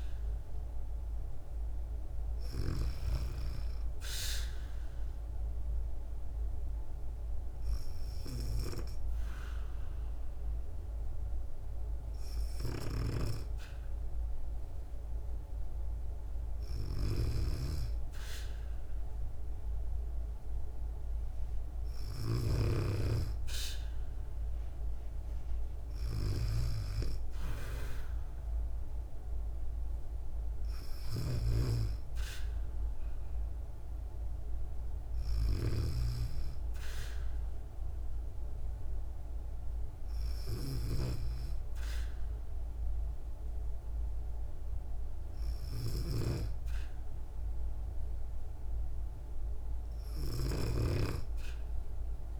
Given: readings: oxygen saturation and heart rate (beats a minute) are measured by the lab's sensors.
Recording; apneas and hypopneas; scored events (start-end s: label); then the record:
breathing in sleep by a room microphone; 1
4.50-16.50 s: obstructive apnea (oxygen 96% before, 94% lowest, heart rate 61 before, 60 extreme, up 1 after)
19.50-23.00 s: arousal
40.00-52.39 s: snoring (device-marked)
From the record:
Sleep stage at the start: N2 (light sleep); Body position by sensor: on the back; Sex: female